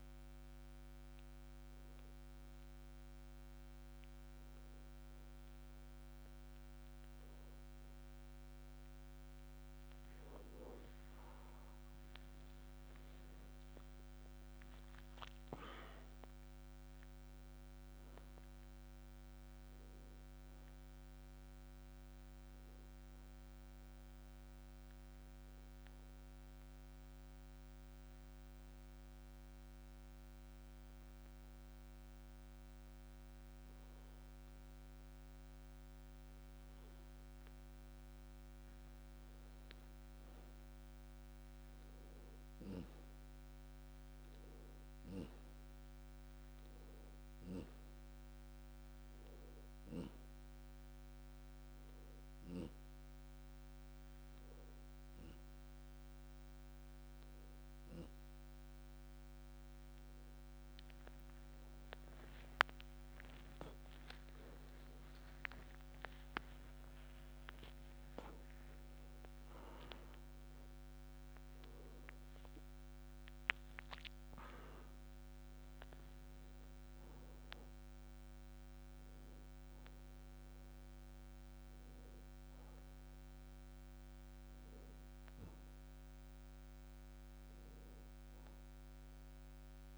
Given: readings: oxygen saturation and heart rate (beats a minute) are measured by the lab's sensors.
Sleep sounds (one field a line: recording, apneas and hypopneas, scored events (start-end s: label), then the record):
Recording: a person partly awake in a sleep study, by a microphone on the trachea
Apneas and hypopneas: none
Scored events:
14.00-19.00 s: arousal
49.00-65.00 s: oxygen desaturation (device-marked, oxygen 96% before, 92% lowest)
55.00-89.98 s: new sleep stage, awake
From the record:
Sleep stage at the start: N1 (lightest sleep)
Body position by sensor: on the back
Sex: male